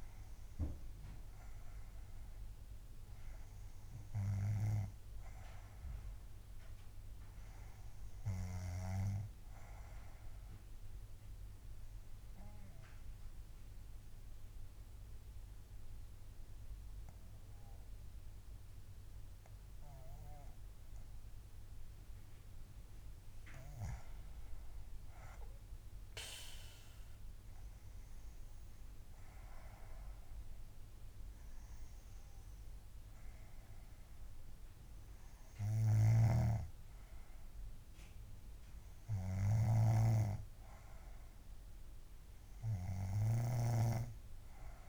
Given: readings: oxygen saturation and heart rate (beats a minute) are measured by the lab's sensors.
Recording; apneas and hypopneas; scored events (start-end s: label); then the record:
breathing in sleep by a room microphone; 1
0.00-16.50 s: oxygen desaturation (device-marked, oxygen 87% lowest, heart rate 64 extreme)
11.50-24.00 s: mixed apnea (oxygen 95% before, 88% lowest, heart rate 67 before, 64 extreme, up 6 after)
27.00-31.00 s: arousal
32.50-44.50 s: oxygen desaturation (device-marked, oxygen 95% before, 91% lowest, heart rate 67 before, 64 extreme)
36.00-44.00 s: snoring (device-marked)
From the record:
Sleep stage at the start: N2 (light sleep); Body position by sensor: on the back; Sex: female